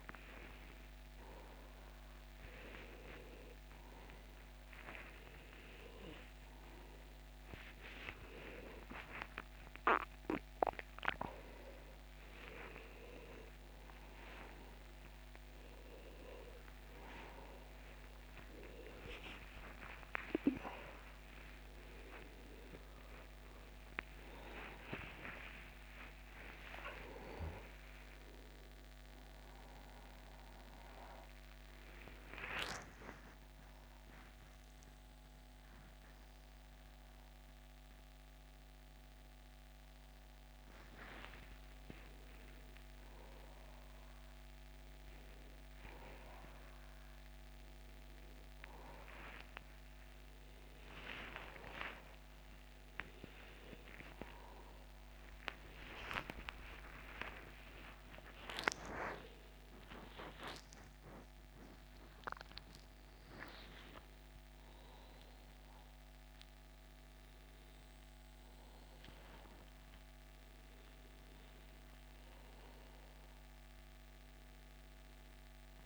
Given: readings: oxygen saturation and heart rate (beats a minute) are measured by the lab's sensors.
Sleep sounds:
a person awake in a sleep study, by a microphone on the trachea; none
14.50-31.50 s: oxygen desaturation (device-marked, oxygen 95% before, 90% lowest, heart rate 108 before, 87 extreme)
51.50-75.86 s: oxygen desaturation (device-marked, oxygen 96% before, 90% lowest, heart rate 101 before, 87 extreme)
66.50-75.86 s: new sleep stage, N1 (lightest sleep)
From the record:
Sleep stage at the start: awake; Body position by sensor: on the back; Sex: male

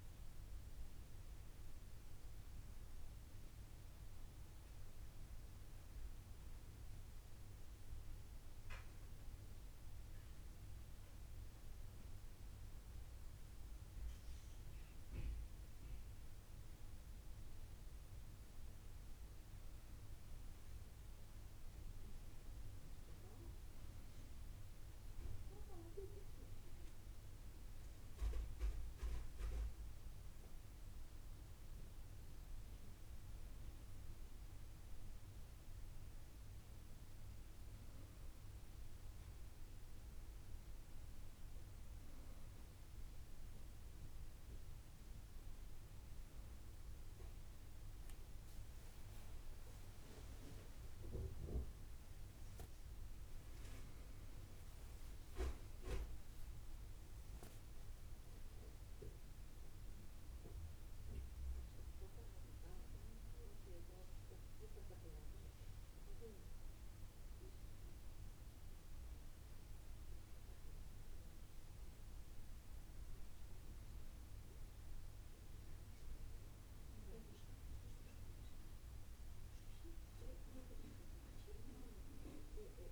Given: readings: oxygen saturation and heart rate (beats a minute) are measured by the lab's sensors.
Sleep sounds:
breathing in sleep by a room microphone; none
none scored
From the record:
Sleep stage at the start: N1 (lightest sleep); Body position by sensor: on the back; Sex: female

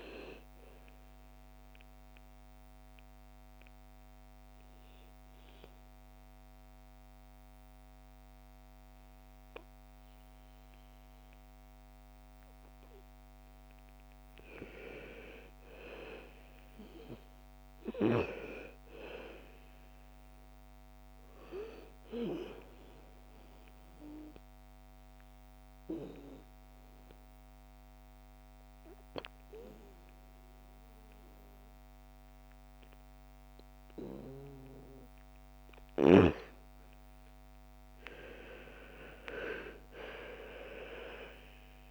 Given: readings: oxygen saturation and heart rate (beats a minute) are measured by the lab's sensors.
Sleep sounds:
breathing in sleep by a microphone on the trachea; 2
0.00-10.50 s: oxygen desaturation (device-marked, oxygen 88% lowest, heart rate 55 extreme)
2.00-13.00 s: obstructive apnea (oxygen 96% before, 88% lowest, heart rate 62 before, 55 extreme, up 8 after)
15.00-18.50 s: arousal
19.50-30.50 s: oxygen desaturation (device-marked, oxygen 98% before, 91% lowest, heart rate 59 before, 56 extreme)
24.00-35.00 s: obstructive apnea (oxygen 98% before, 87% lowest, heart rate 59 before, 55 extreme, up 6 after)
36.50-40.00 s: arousal
From the record:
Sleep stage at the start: N2 (light sleep); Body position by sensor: on the back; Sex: female

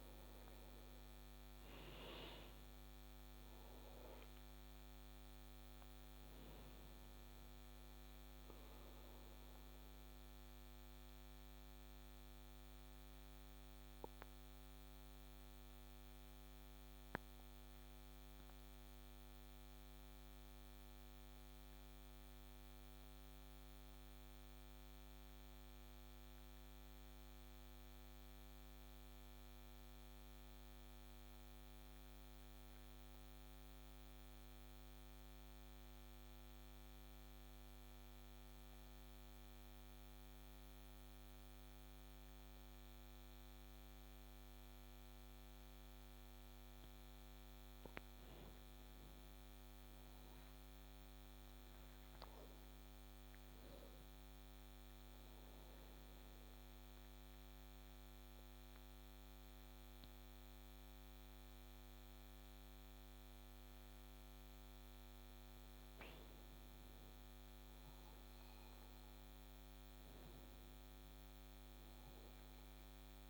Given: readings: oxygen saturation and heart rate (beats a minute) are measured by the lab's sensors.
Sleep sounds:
breathing in sleep, hard to hear, by a microphone on the trachea; 2
9.00-46.50 s: obstructive apnea (oxygen 97% before, 93% lowest)
48.00-51.50 s: arousal
55.50-65.50 s: obstructive apnea (oxygen 98% before, 93% lowest)
66.50-71.00 s: arousal
From the record:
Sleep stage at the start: N2 (light sleep); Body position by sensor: on the back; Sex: male

